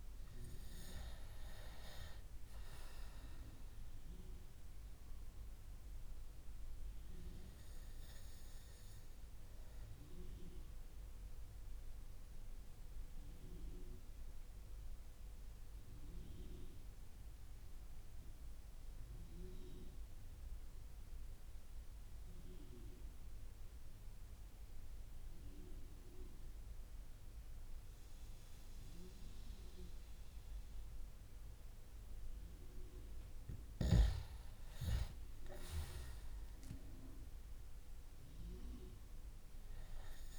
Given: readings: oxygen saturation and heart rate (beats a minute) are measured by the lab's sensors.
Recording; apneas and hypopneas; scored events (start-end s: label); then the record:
breathing in sleep by a room microphone; 1
10.50-33.50 s: mixed apnea (oxygen 98% before, 95% lowest)
34.50-39.50 s: arousal
From the record:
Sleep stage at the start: N2 (light sleep); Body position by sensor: on the back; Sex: male